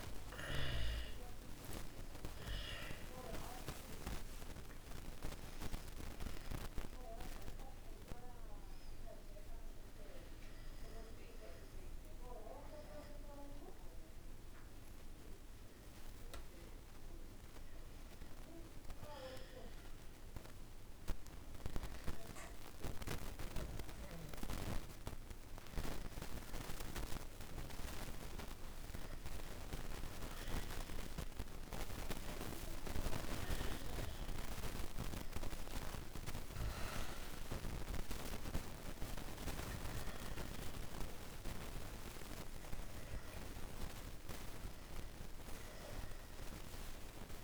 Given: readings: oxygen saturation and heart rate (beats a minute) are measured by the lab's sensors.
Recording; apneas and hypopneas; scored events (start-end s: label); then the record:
breathing in sleep by a room microphone; none
0.00-3.50 s: arousal
From the record:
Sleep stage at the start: N1 (lightest sleep); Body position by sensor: on the back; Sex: male